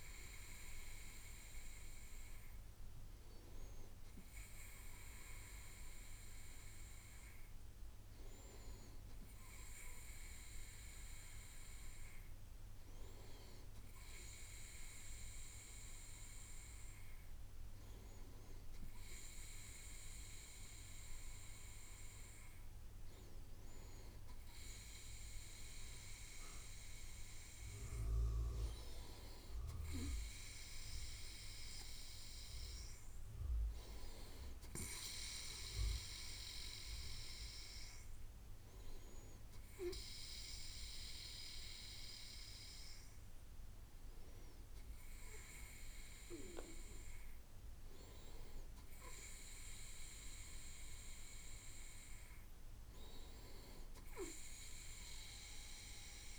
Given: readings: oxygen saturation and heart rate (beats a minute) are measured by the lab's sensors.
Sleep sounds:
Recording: breathing in sleep by a room microphone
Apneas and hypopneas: none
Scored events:
none scored
From the record:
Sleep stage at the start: N2 (light sleep)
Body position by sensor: on the right side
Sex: male

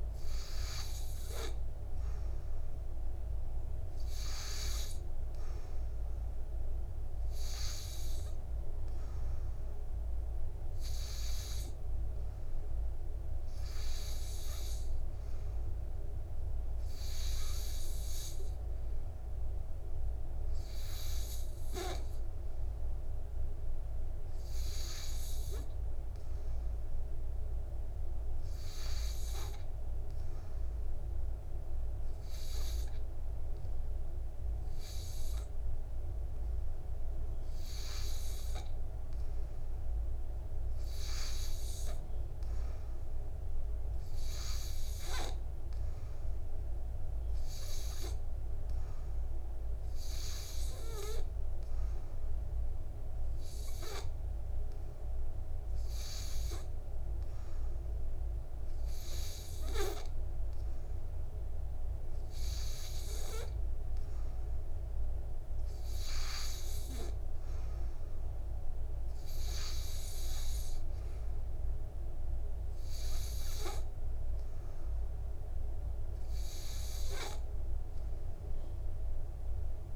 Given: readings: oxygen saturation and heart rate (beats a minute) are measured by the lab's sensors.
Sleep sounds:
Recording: breathing in sleep by a room microphone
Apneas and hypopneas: none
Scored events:
none scored
From the record:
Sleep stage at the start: N2 (light sleep)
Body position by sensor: on the back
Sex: male

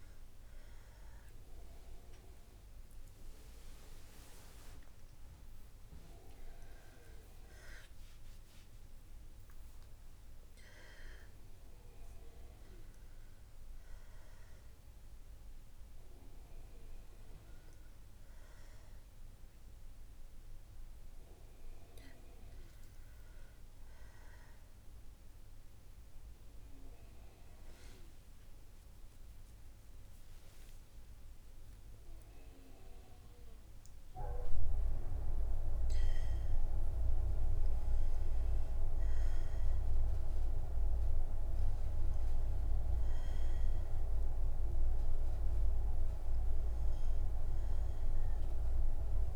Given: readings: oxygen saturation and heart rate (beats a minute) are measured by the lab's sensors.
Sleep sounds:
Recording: a person awake in a sleep study, by a room microphone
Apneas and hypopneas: none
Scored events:
46.50-49.36 s: oxygen desaturation (device-marked, oxygen 94% before, 91% lowest, heart rate 63 before, 61 extreme)
From the record:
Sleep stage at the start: awake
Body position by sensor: on the right side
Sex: female

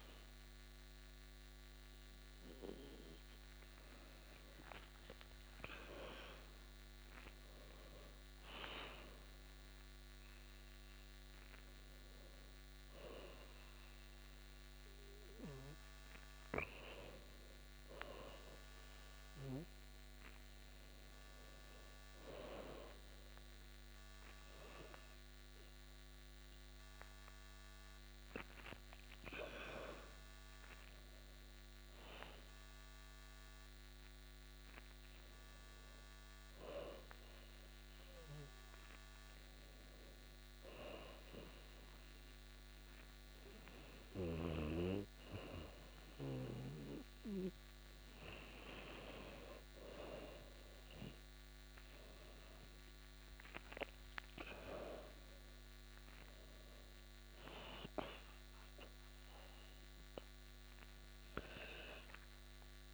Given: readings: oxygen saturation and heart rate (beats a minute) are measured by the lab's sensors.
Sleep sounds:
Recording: a person partly awake in a sleep study, by a microphone on the trachea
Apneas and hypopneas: 2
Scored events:
3.00-62.94 s: new sleep stage, N1 (lightest sleep)
6.00-19.00 s: oxygen desaturation (device-marked, oxygen 99% before, 95% lowest, heart rate 107 before, 87 extreme)
8.00-21.50 s: hypopnea (oxygen 99% before, 92% lowest, heart rate 103 before, 87 extreme, up 0 after)
24.00-27.50 s: arousal
25.00-42.00 s: oxygen desaturation (device-marked, oxygen 96% before, 93% lowest, heart rate 96 before, 87 extreme)
39.00-50.50 s: hypopnea (oxygen 97% before, 91% lowest, heart rate 91 before, 88 extreme, up 6 after)
49.00-62.94 s: oxygen desaturation (device-marked, oxygen 96% before, 92% lowest, heart rate 90 before, 86 extreme)
51.50-54.50 s: arousal
From the record:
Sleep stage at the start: awake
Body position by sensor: on the back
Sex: female

